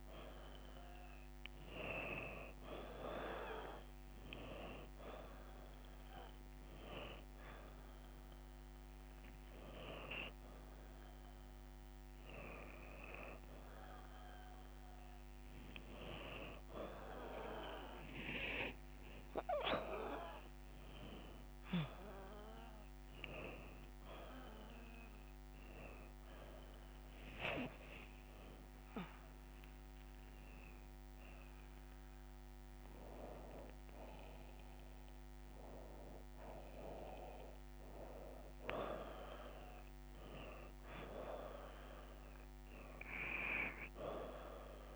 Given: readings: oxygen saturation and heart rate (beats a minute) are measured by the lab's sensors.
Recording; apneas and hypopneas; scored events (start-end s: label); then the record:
breathing in sleep by a microphone on the trachea; none
0.00-2.00 s: long interval between heartbeats (device-marked, heart rate 96 before, 117 extreme)
3.50-5.50 s: long interval between heartbeats (device-marked, heart rate 100 before, 105 extreme)
From the record:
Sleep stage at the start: N2 (light sleep); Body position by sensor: upright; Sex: female